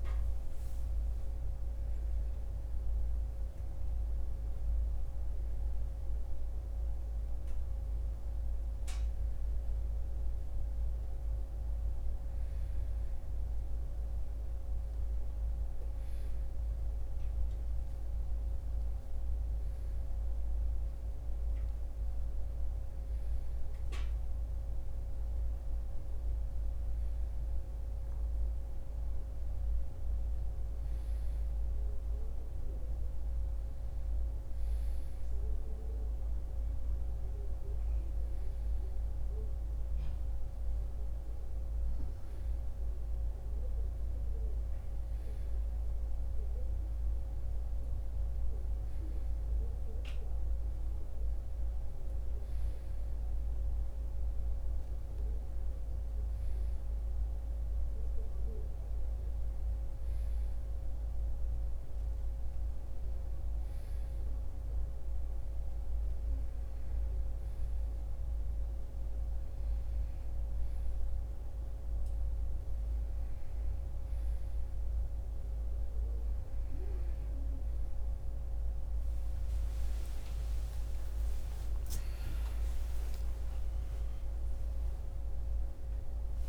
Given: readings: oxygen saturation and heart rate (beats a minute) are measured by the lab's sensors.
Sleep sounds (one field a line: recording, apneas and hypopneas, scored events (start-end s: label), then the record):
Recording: breathing in sleep, hard to hear, by a room microphone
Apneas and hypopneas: none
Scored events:
0.00-17.50 s: oxygen desaturation (device-marked, oxygen 92% lowest, heart rate 31 extreme)
29.50-86.49 s: new sleep stage, N2 (light sleep)
81.00-86.49 s: arousal
From the record:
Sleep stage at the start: N1 (lightest sleep)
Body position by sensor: on the right side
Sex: male